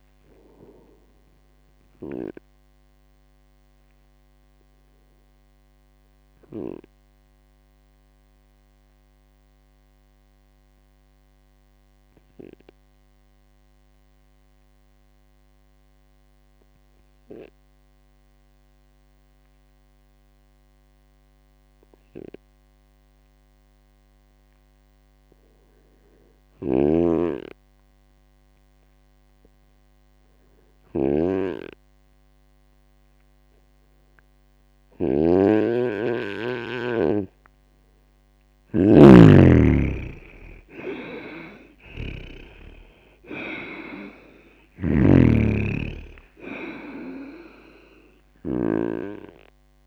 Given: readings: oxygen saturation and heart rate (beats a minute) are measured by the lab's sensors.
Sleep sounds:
breathing in sleep by a microphone on the trachea; 1
2.00-25.50 s: obstructive apnea (oxygen 99% before, 94% lowest, heart rate 56 before, 53 extreme, up 6 after)
26.50-49.87 s: snoring (device-marked)
39.50-44.50 s: arousal
From the record:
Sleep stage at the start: N2 (light sleep); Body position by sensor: on the right side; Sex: male

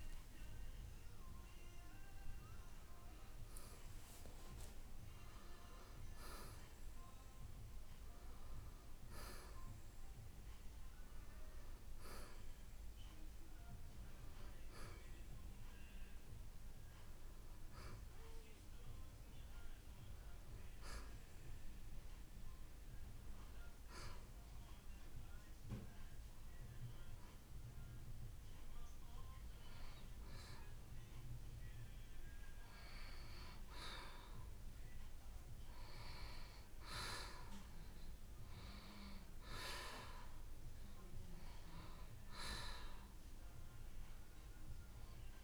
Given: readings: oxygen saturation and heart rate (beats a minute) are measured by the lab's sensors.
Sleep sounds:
breathing in sleep by a room microphone; none
1.00-4.00 s: arousal
From the record:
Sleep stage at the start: N2 (light sleep); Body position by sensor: on the right side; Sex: male

